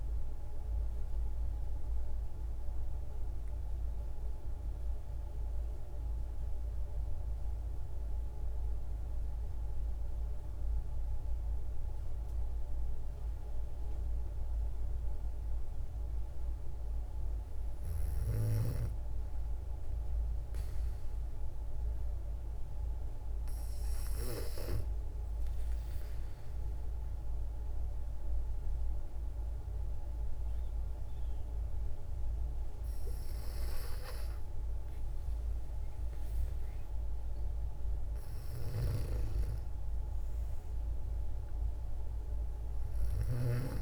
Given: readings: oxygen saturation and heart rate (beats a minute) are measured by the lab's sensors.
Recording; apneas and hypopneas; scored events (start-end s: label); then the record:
breathing in sleep by a room microphone; 1
0.00-16.50 s: oxygen desaturation (device-marked, oxygen 92% lowest, heart rate 38 extreme)
2.50-17.00 s: hypopnea (oxygen 96% before, 92% lowest, heart rate 51 before, 54 extreme, up 7 after)
19.50-22.50 s: arousal
25.50-36.50 s: oxygen desaturation (device-marked, oxygen 98% before, 93% lowest, heart rate 57 before, 53 extreme)
39.00-42.50 s: arousal
From the record:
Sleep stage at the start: N2 (light sleep); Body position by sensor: on the back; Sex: female